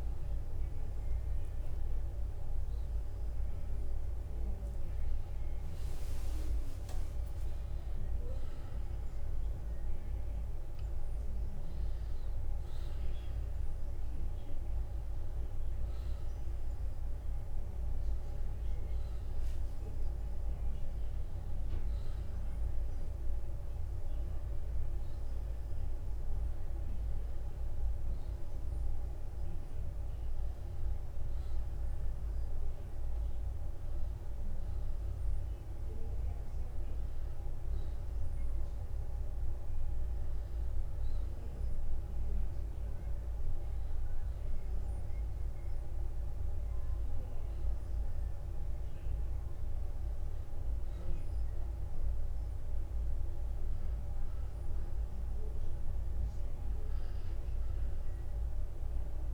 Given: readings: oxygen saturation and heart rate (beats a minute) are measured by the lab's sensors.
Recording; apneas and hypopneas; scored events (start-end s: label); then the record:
breathing in sleep, hard to hear, by a room microphone; none
4.00-7.00 s: arousal
From the record:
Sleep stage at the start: N2 (light sleep); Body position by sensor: on the back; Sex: male